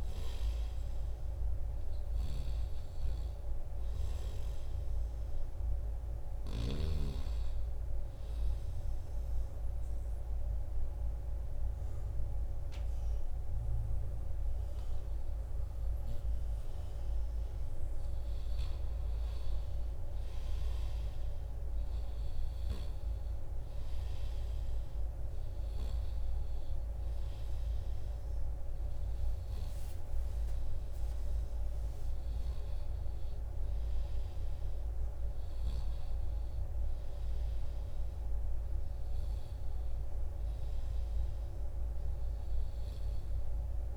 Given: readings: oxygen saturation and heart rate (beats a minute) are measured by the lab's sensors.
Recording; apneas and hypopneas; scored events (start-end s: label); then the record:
breathing in sleep, hard to hear, by a room microphone; 1
2.00-7.00 s: snoring (device-marked)
3.00-16.00 s: oxygen desaturation (device-marked, oxygen 95% before, 92% lowest, heart rate 75 before, 74 extreme)
8.50-18.50 s: obstructive apnea (oxygen 95% before, 91% lowest, heart rate 75 before, 74 extreme, up 5 after)
19.00-23.00 s: arousal
19.00-43.97 s: new sleep stage, N1 (lightest sleep)
27.00-41.00 s: oxygen desaturation (device-marked, oxygen 96% before, 91% lowest, heart rate 76 before, 77 extreme)
From the record:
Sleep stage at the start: N2 (light sleep); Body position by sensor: on the back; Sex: male